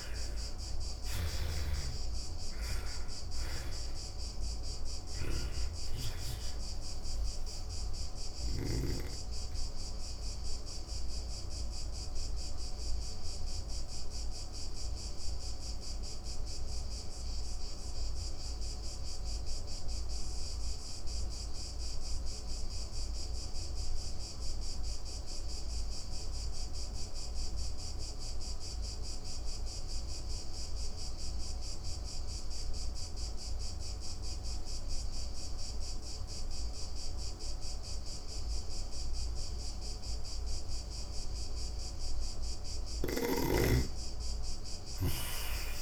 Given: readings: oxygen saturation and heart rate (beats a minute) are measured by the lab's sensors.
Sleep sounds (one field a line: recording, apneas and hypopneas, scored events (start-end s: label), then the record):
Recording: breathing in sleep by a room microphone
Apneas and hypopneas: 1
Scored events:
0.00-1.00 s: arousal
0.00-24.00 s: oxygen desaturation (device-marked, oxygen 73% lowest)
8.00-41.00 s: obstructive apnea (oxygen 97% before, 73% lowest)
36.00-45.82 s: oxygen desaturation (device-marked, oxygen 99% before, 78% lowest)
41.50-45.00 s: snoring (device-marked)
43.00-45.82 s: arousal
From the record:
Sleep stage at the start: N2 (light sleep)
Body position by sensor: on the back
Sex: female